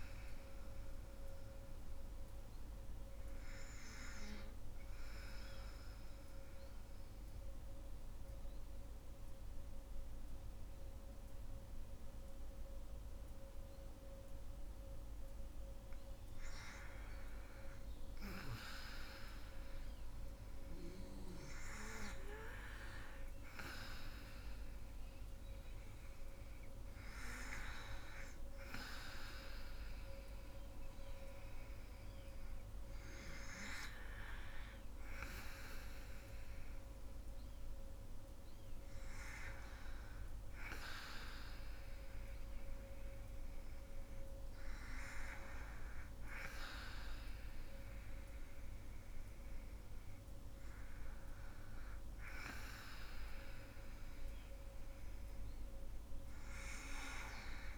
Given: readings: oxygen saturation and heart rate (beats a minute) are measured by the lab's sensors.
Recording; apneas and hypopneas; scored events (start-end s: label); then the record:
breathing in sleep by a room microphone; 1
0.00-10.50 s: oxygen desaturation (device-marked, oxygen 87% lowest, heart rate 53 extreme)
1.50-16.00 s: obstructive apnea (oxygen 96% before, 87% lowest, heart rate 61 before, 53 extreme, up 5 after)
17.00-21.00 s: arousal
25.50-36.50 s: oxygen desaturation (device-marked, oxygen 98% before, 92% lowest, heart rate 56 before, 60 extreme)
From the record:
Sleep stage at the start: N2 (light sleep); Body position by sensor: on the back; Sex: female